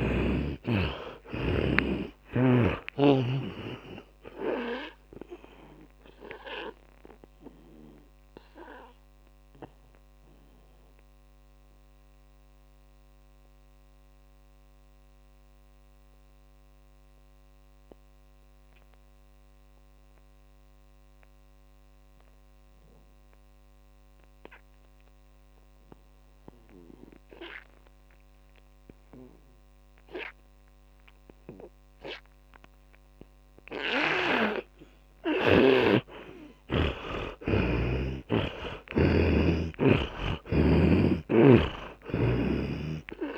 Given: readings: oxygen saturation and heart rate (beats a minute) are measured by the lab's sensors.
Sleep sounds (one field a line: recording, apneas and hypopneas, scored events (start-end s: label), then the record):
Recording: breathing in sleep by a microphone on the trachea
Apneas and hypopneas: 1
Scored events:
0.00-2.50 s: arousal
0.00-29.00 s: oxygen desaturation (device-marked, oxygen 78% lowest, heart rate 54 extreme)
2.00-5.00 s: tachycardia (device-marked, heart rate 40 before, 98 extreme)
6.00-36.00 s: mixed apnea (oxygen 100% before, 78% lowest, heart rate 64 before, 54 extreme, up 25 after)
31.00-43.38 s: oxygen desaturation (device-marked, oxygen 100% before, 78% lowest, heart rate 59 before, 49 extreme)
37.50-41.00 s: arousal
From the record:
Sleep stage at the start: N2 (light sleep)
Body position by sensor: on the right side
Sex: male